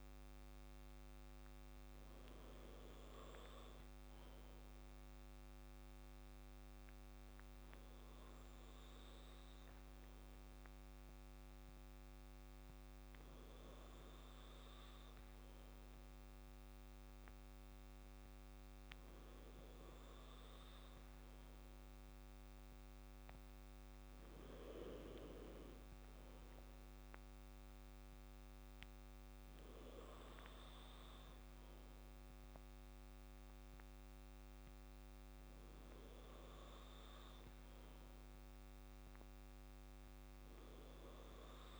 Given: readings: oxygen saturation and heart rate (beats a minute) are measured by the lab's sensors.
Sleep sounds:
breathing in sleep, hard to hear, by a microphone on the trachea; none
none scored
From the record:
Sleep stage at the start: N2 (light sleep); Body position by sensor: on the back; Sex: male

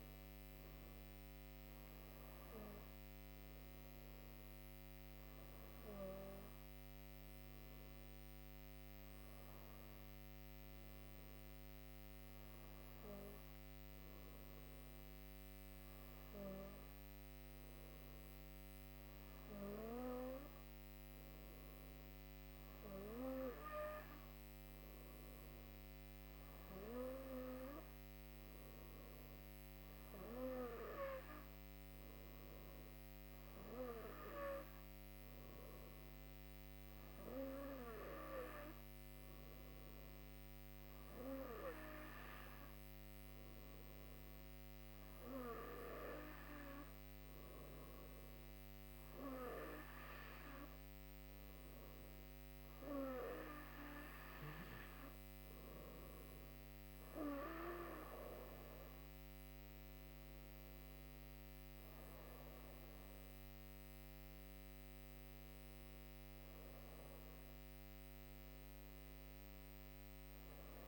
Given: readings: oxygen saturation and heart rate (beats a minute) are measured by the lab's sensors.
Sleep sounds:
breathing in sleep by a microphone on the trachea; none
none scored
From the record:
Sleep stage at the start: N2 (light sleep); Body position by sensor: on the right side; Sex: female

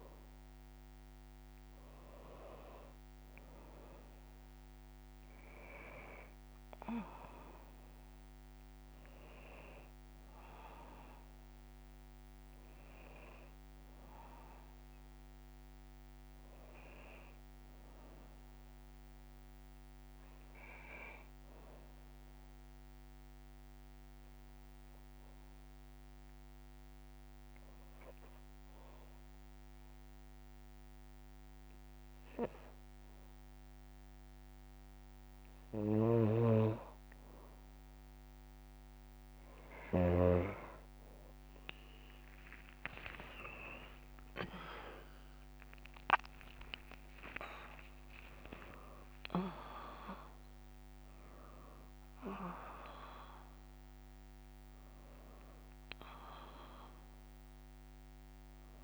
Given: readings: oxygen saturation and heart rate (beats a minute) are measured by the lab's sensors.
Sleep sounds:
breathing in sleep by a microphone on the trachea; 1
0.00-3.00 s: arousal
4.50-23.50 s: oxygen desaturation (device-marked, oxygen 95% before, 92% lowest, heart rate 58 before, 56 extreme)
22.00-34.50 s: hypopnea (oxygen 95% before, 91% lowest, heart rate 59 before, 56 extreme, up 11 after)
40.50-58.84 s: oxygen desaturation (device-marked, oxygen 96% before, 91% lowest, heart rate 57 before, 56 extreme)
41.50-50.50 s: tachycardia (device-marked, heart rate 59 before, 165 extreme)
42.50-48.00 s: arousal
43.50-58.84 s: new sleep stage, N1 (lightest sleep)
From the record:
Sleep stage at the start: N2 (light sleep); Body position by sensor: on the back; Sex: female

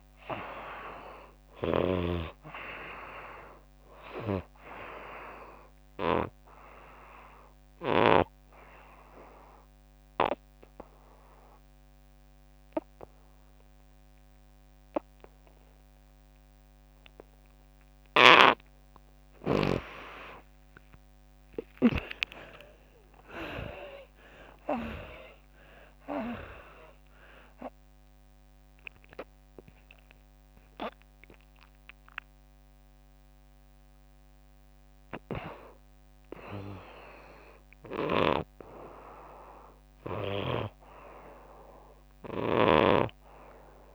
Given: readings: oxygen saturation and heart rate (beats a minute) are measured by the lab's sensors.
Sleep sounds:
breathing in sleep by a microphone on the trachea; 1
1.50-8.00 s: snoring (device-marked)
6.50-43.95 s: oxygen desaturation (device-marked, oxygen 96% before, 75% lowest, heart rate 99 before, 75 extreme)
8.00-18.50 s: obstructive apnea (oxygen 98% before, 75% lowest, heart rate 99 before, 75 extreme, up 10 after)
21.00-25.50 s: arousal
From the record:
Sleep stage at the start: N2 (light sleep); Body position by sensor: on the right side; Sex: female

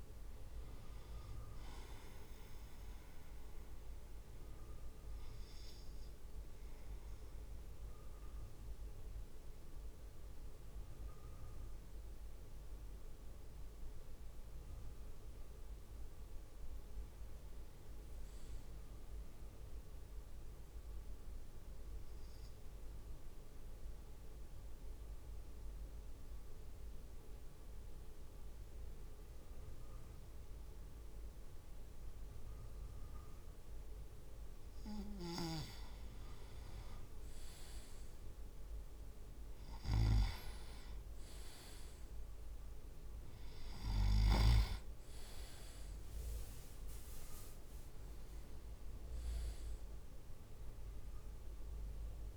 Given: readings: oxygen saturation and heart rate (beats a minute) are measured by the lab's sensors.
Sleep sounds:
breathing in sleep by a room microphone; 1
17.50-19.50 s: arousal
22.00-35.00 s: obstructive apnea (oxygen 98% before, 96% lowest)
35.00-44.50 s: snoring (device-marked)
36.00-37.50 s: leg movement (device-marked)
37.50-42.50 s: arousal
45.50-48.50 s: leg movement (device-marked)
From the record:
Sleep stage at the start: N2 (light sleep); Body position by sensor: on the right side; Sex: male

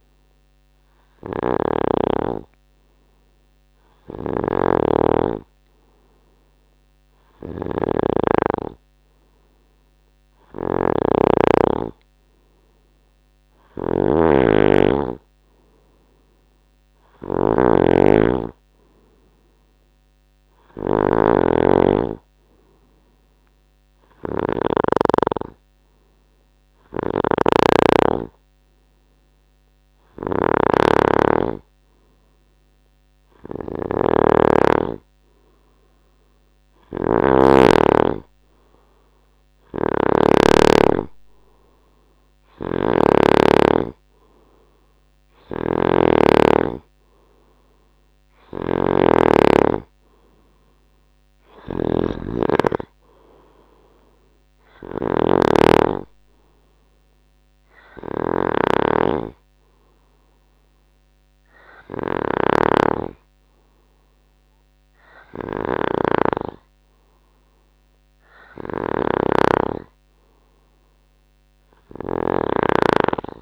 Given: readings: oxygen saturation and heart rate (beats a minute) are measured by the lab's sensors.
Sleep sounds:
breathing in sleep by a microphone on the trachea; none
0.00-37.50 s: snoring (device-marked)
39.50-73.42 s: snoring (device-marked)
From the record:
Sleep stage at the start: N2 (light sleep); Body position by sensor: on the right side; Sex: male

